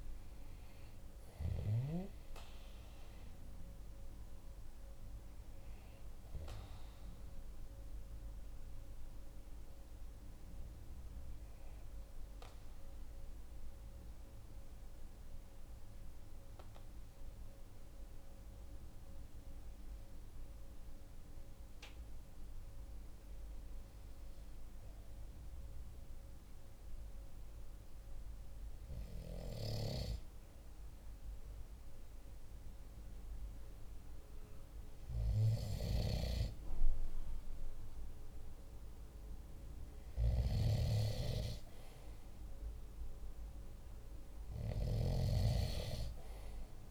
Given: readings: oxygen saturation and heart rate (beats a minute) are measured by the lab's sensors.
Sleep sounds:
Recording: breathing in sleep by a room microphone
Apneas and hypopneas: 1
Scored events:
0.00-21.00 s: oxygen desaturation (device-marked, oxygen 91% lowest, heart rate 43 extreme)
13.00-33.50 s: obstructive apnea (oxygen 96% before, 91% lowest, heart rate 47 before, 45 extreme, up 0 after)
35.50-39.00 s: arousal
From the record:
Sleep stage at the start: N2 (light sleep)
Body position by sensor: on the right side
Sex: male

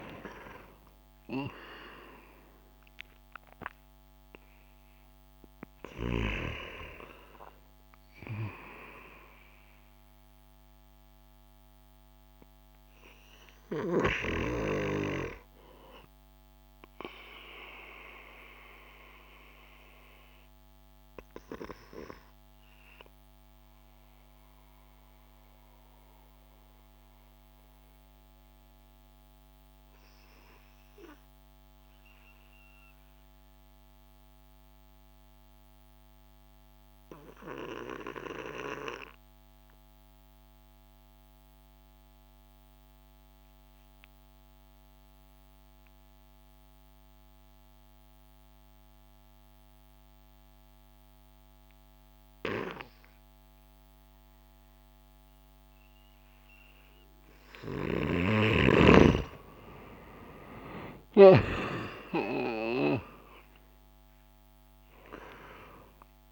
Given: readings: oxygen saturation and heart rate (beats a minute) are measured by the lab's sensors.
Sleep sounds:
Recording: breathing in sleep by a microphone on the trachea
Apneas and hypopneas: 1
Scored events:
0.00-2.50 s: arousal
0.00-22.50 s: oxygen desaturation (device-marked, oxygen 87% lowest)
16.00-57.50 s: mixed apnea (oxygen 95% before, 87% lowest)
44.50-66.32 s: oxygen desaturation (device-marked, oxygen 98% before, 91% lowest)
59.00-64.50 s: arousal
From the record:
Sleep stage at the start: N2 (light sleep)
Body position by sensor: on the back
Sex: male

